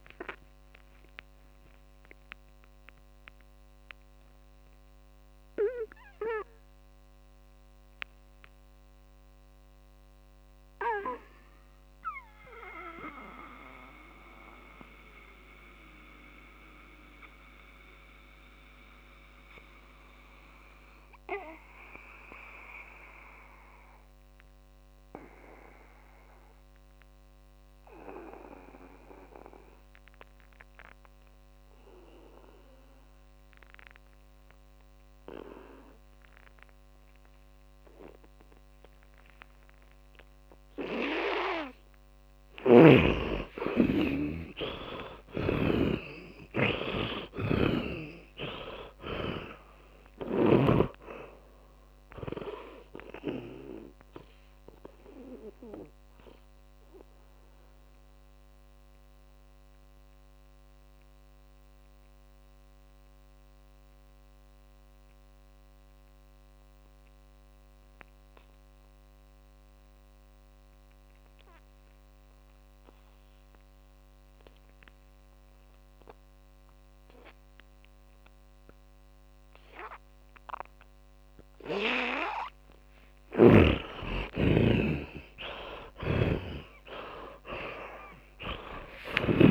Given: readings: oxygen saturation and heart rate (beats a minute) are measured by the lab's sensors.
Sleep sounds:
breathing in sleep by a microphone on the trachea; 2
0.00-3.50 s: tachycardia (device-marked, heart rate 146 extreme)
0.50-42.00 s: mixed apnea (oxygen 100% before, 76% lowest, heart rate 75 before, 59 extreme, up 26 after)
1.50-22.50 s: oxygen desaturation (device-marked, oxygen 93% before, 76% lowest, heart rate 80 before, 60 extreme)
39.50-75.50 s: oxygen desaturation (device-marked, oxygen 100% before, 82% lowest, heart rate 65 before, 52 extreme)
43.50-47.50 s: arousal
53.00-82.50 s: mixed apnea (oxygen 100% before, 77% lowest, heart rate 69 before, 52 extreme, up 29 after)
83.00-89.50 s: snoring (device-marked)
83.50-89.50 s: oxygen desaturation (device-marked, oxygen 99% before, 87% lowest, heart rate 59 before, 59 extreme)
85.00-89.50 s: arousal
From the record:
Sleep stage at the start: N2 (light sleep); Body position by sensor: on the back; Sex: male

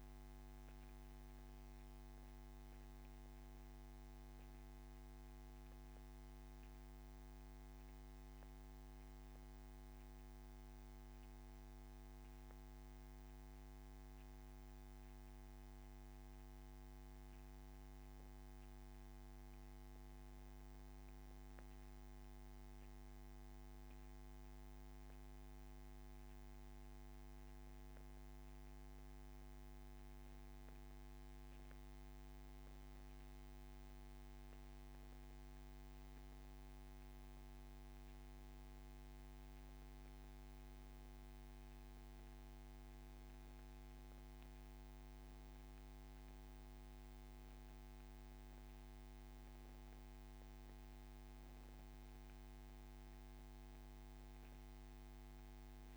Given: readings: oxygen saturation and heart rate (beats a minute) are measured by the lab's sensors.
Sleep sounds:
breathing in sleep, hard to hear, by a microphone on the trachea; 1
0.00-28.00 s: oxygen desaturation (device-marked, oxygen 88% lowest)
7.50-33.00 s: mixed apnea (oxygen 95% before, 88% lowest)
35.50-39.00 s: arousal
52.00-55.97 s: oxygen desaturation (device-marked, oxygen 97% before, 92% lowest)
From the record:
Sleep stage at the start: N2 (light sleep); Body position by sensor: on the back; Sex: male

